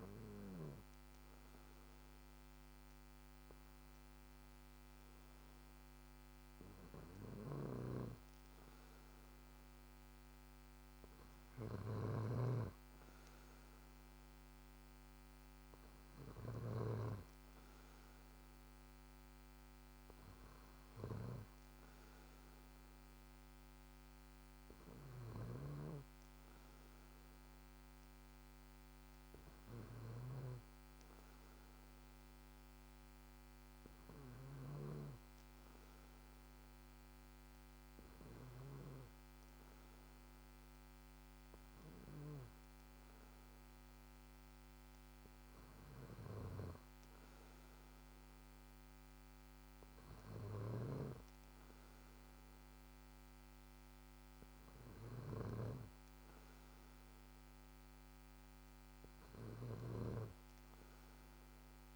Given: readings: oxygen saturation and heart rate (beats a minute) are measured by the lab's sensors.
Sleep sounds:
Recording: breathing in sleep by a microphone on the trachea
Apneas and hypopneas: none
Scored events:
7.00-17.00 s: snoring (device-marked)
25.00-35.00 s: snoring (device-marked)
50.50-61.96 s: snoring (device-marked)
From the record:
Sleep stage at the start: N2 (light sleep)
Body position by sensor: on the back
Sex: male

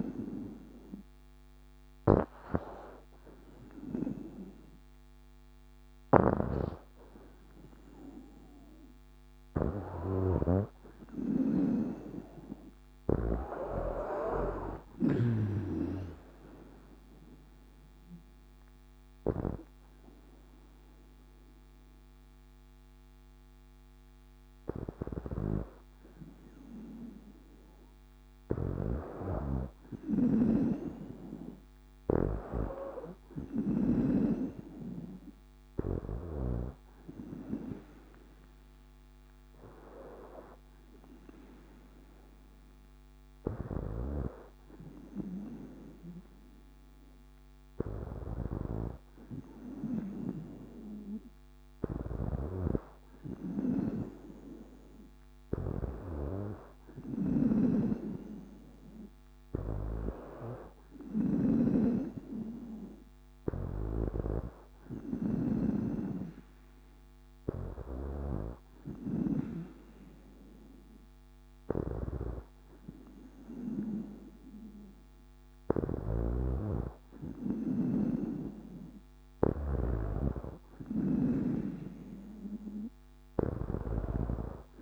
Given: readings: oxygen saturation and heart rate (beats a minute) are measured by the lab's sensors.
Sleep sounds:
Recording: breathing in sleep by a microphone on the trachea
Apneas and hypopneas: none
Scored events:
14.50-18.50 s: arousal
28.00-33.50 s: snoring (device-marked)
56.50-69.00 s: snoring (device-marked)
75.50-84.82 s: snoring (device-marked)
From the record:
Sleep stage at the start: N2 (light sleep)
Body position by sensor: on the back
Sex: female

